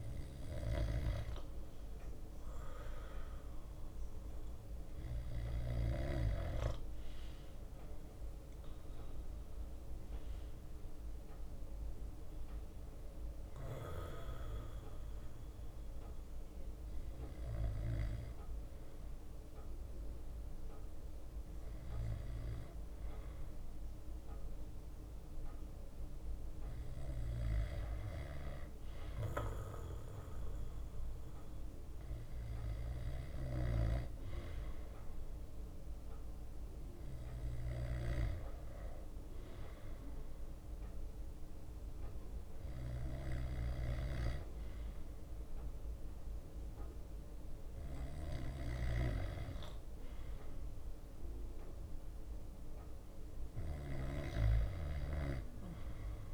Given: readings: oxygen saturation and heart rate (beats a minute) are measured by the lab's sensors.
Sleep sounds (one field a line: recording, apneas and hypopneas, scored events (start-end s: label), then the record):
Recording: breathing in sleep by a room microphone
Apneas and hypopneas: 1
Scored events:
7.50-11.00 s: arousal
14.00-27.50 s: hypopnea (oxygen 94% before, 93% lowest, heart rate 60 before, 58 extreme, up 1 after)
14.50-21.50 s: bradycardia (device-marked, heart rate 60 before, 59 extreme)
20.50-34.50 s: drop in pulse transit time (device-marked, heart rate 61 before, 59 extreme)
22.50-26.50 s: bradycardia (device-marked, heart rate 60 before, 59 extreme)
29.50-33.00 s: arousal
34.50-36.50 s: bradycardia (device-marked, heart rate 60 before, 60 extreme)
38.50-47.50 s: bradycardia (device-marked, heart rate 60 before, 58 extreme)
51.00-56.34 s: leg movement (device-marked)
From the record:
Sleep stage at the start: N2 (light sleep)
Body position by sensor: on the back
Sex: male